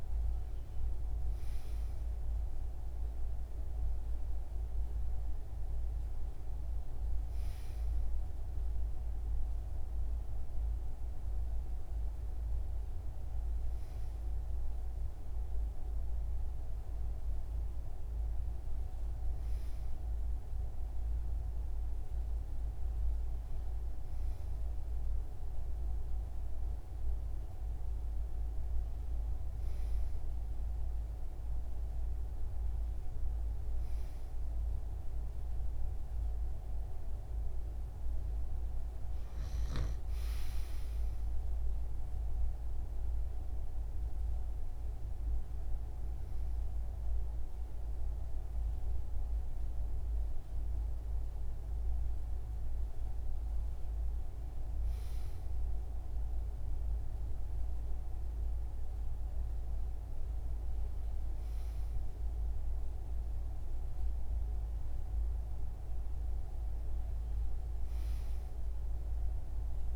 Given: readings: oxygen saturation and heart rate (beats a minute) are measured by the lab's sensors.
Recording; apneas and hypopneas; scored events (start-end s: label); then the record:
breathing in sleep, hard to hear, by a room microphone; none
none scored
From the record:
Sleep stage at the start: N2 (light sleep); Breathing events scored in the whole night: 68 in 7.1 hours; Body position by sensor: on the right side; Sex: male